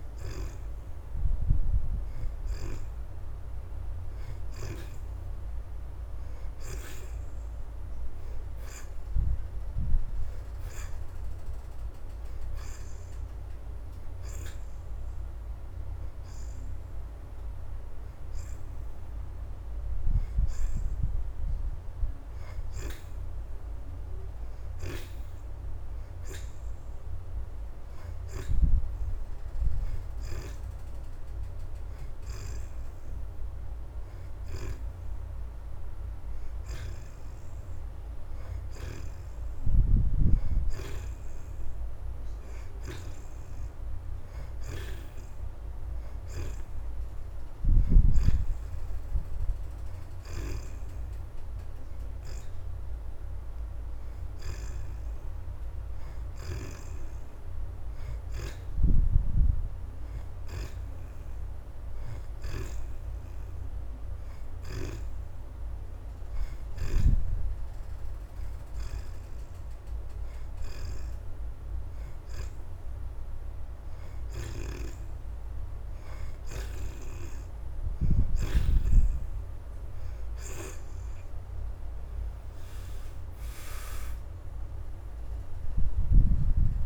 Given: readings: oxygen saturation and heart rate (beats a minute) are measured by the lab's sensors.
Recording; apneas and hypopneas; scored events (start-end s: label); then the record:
breathing in sleep by a room microphone; none
0.00-6.00 s: oxygen desaturation (device-marked, oxygen 66% lowest, heart rate 83 extreme)
15.00-27.00 s: oxygen desaturation (device-marked, oxygen 71% before, 65% lowest, heart rate 86 before, 83 extreme)
32.00-40.00 s: oxygen desaturation (device-marked, oxygen 74% before, 67% lowest, heart rate 86 before, 86 extreme)
48.00-61.00 s: oxygen desaturation (device-marked, oxygen 71% before, 65% lowest, heart rate 87 before, 87 extreme)
68.00-76.00 s: oxygen desaturation (device-marked, oxygen 69% before, 63% lowest, heart rate 88 before, 82 extreme)
83.00-86.85 s: arousal
From the record:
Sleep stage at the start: N2 (light sleep); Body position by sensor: on the back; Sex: female